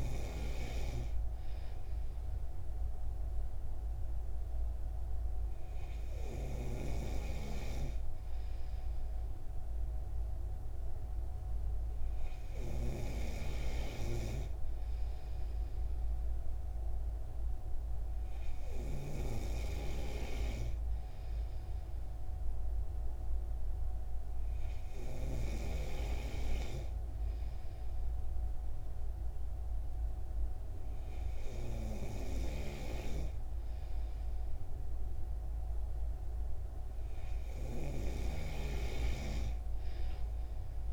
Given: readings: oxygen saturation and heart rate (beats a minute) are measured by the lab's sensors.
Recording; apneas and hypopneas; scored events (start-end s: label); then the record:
breathing in sleep by a room microphone; none
none scored
From the record:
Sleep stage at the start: N3 (deep sleep); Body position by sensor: on the right side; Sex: male